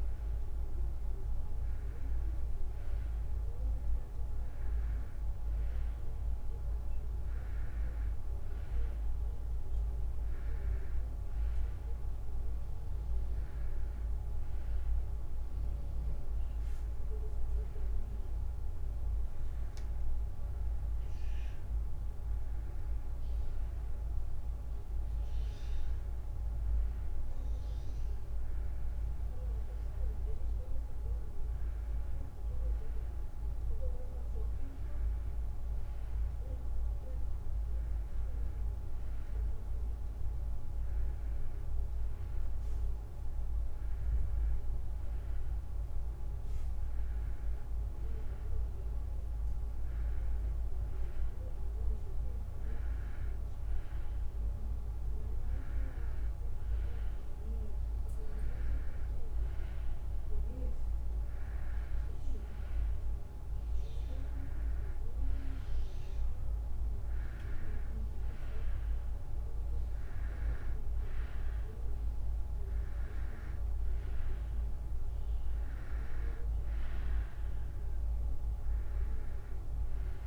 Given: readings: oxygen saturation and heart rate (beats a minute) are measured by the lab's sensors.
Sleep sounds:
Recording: breathing in sleep, hard to hear, by a room microphone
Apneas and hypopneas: none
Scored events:
none scored
From the record:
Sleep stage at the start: N2 (light sleep)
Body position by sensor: on the right side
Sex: female

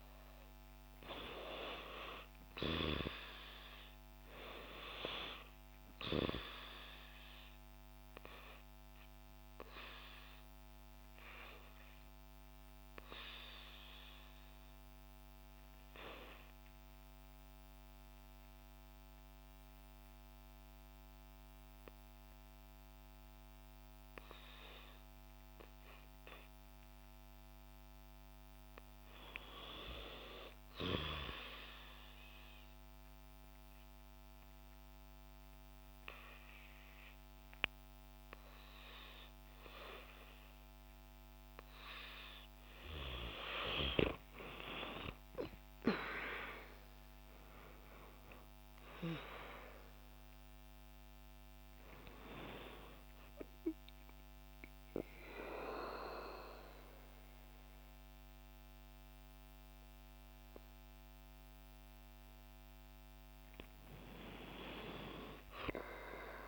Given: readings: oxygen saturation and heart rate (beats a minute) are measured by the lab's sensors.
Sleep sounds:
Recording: breathing in sleep by a microphone on the trachea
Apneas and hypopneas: 1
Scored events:
0.00-8.50 s: oxygen desaturation (device-marked, oxygen 87% lowest, heart rate 58 extreme)
7.50-25.50 s: obstructive apnea (oxygen 92% before, 81% lowest, heart rate 64 before, 64 extreme, up 3 after)
28.50-33.00 s: arousal
29.50-46.50 s: oxygen desaturation (device-marked, oxygen 90% before, 81% lowest, heart rate 64 before, 63 extreme)
43.50-49.00 s: arousal
51.50-66.48 s: oxygen desaturation (device-marked, oxygen 89% before, 84% lowest, heart rate 72 before, 58 extreme)
From the record:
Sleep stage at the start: REM sleep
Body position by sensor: on the back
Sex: female

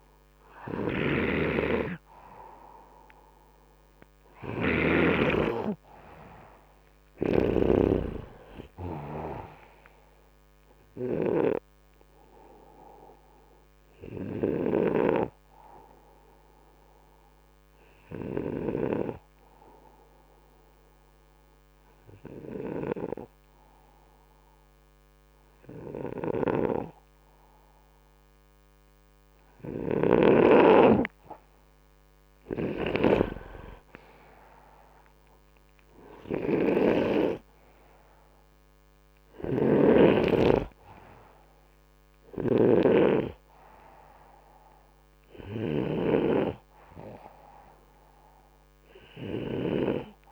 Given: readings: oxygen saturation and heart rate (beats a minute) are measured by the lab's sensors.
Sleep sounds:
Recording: breathing in sleep by a microphone on the trachea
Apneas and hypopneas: 1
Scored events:
0.00-7.50 s: snoring (device-marked)
17.00-28.50 s: hypopnea (oxygen 96% before, 93% lowest, heart rate 66 before, 62 extreme, up 12 after)
29.50-49.50 s: snoring (device-marked)
32.00-35.50 s: arousal
From the record:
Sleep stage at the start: N2 (light sleep)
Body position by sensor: upright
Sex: male

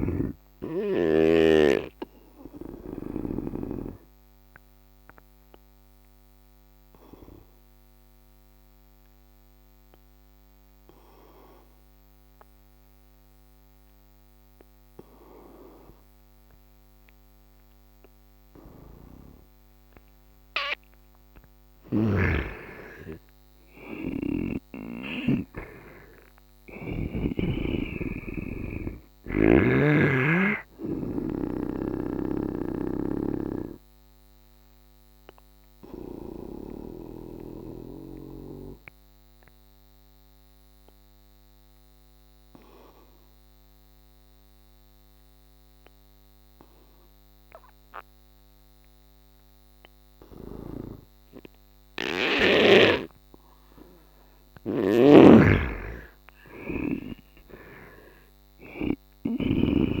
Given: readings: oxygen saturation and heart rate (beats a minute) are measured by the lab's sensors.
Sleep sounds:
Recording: breathing in sleep by a microphone on the trachea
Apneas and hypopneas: 2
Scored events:
0.00-1.00 s: snoring (device-marked)
0.00-19.00 s: oxygen desaturation (device-marked, oxygen 81% lowest, heart rate 66 extreme)
4.00-20.50 s: obstructive apnea (oxygen 99% before, 81% lowest, heart rate 76 before, 66 extreme, up 15 after)
21.00-51.00 s: oxygen desaturation (device-marked, oxygen 99% before, 83% lowest, heart rate 73 before, 66 extreme)
23.50-27.50 s: arousal
33.50-53.00 s: obstructive apnea (oxygen 99% before, 83% lowest, heart rate 74 before, 67 extreme, up 12 after)
50.00-59.50 s: snoring (device-marked)
53.00-60.00 s: oxygen desaturation (device-marked, oxygen 100% before, 84% lowest, heart rate 72 before, 73 extreme)
55.50-59.50 s: arousal
From the record:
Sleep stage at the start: N2 (light sleep)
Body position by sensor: on the right side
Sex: male

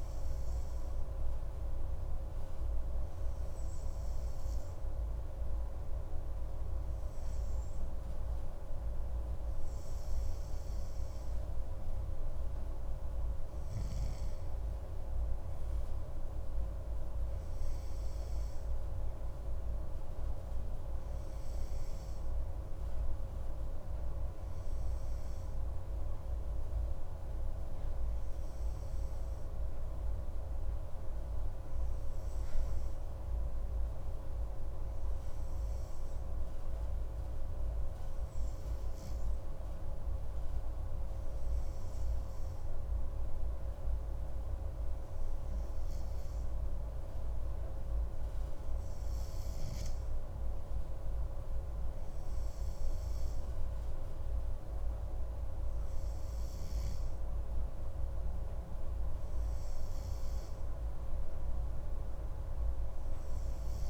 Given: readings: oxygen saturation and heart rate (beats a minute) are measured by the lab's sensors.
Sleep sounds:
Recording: breathing in sleep, hard to hear, by a room microphone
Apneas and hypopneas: none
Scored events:
none scored
From the record:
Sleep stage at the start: N2 (light sleep)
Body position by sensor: on the right side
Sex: male

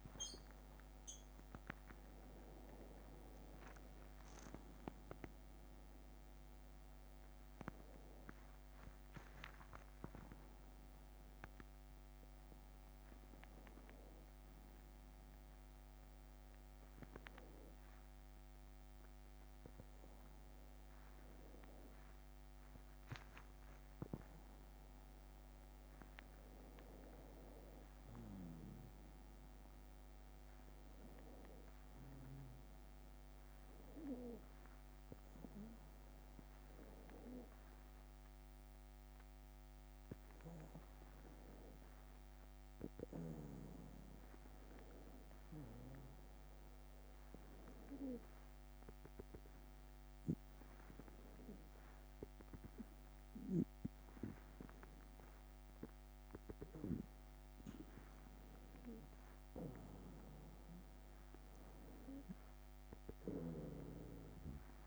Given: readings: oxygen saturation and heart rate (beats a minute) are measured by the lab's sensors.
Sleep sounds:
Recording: a person partly awake in a sleep study, by a microphone on the trachea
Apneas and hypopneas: 1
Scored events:
0.00-3.00 s: tachycardia (device-marked, heart rate 105 extreme)
0.00-12.00 s: drop in pulse transit time (device-marked)
9.00-11.00 s: long interval between heartbeats (device-marked)
14.50-16.50 s: long interval between heartbeats (device-marked, heart rate 71 before, 92 extreme)
17.00-19.00 s: long interval between heartbeats (device-marked, heart rate 72 before, 89 extreme)
28.00-58.00 s: new sleep stage, N1 (lightest sleep)
48.50-58.50 s: hypopnea (oxygen 97% before, 93% lowest, heart rate 81 before, 80 extreme, up 4 after)
58.00-64.87 s: new sleep stage, N2 (light sleep)
61.00-64.87 s: arousal
From the record:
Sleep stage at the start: awake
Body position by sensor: on the right side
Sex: male

